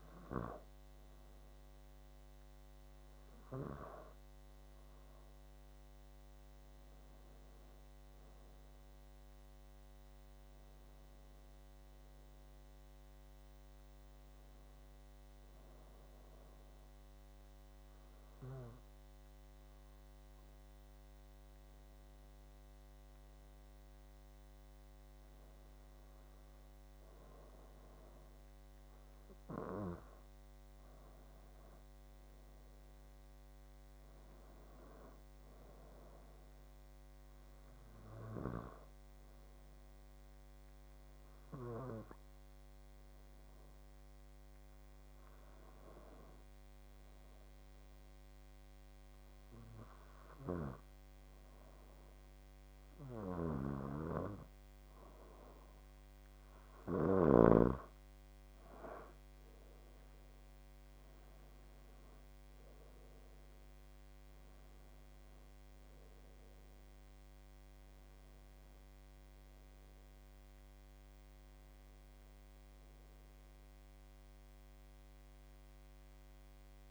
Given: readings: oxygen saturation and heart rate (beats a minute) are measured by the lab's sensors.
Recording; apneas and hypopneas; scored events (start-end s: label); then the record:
breathing in sleep by a microphone on the trachea; 2
1.50-5.00 s: arousal
16.50-28.00 s: hypopnea (oxygen 95% before, 89% lowest, heart rate 79 before, 70 extreme, up 9 after)
31.00-34.50 s: arousal
42.00-55.50 s: hypopnea (oxygen 93% before, 88% lowest, heart rate 79 before, 75 extreme, up 8 after)
59.00-62.50 s: arousal
60.50-76.91 s: oxygen desaturation (device-marked, oxygen 93% before, 89% lowest, heart rate 79 before, 73 extreme)
From the record:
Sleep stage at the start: N2 (light sleep); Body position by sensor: on the back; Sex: male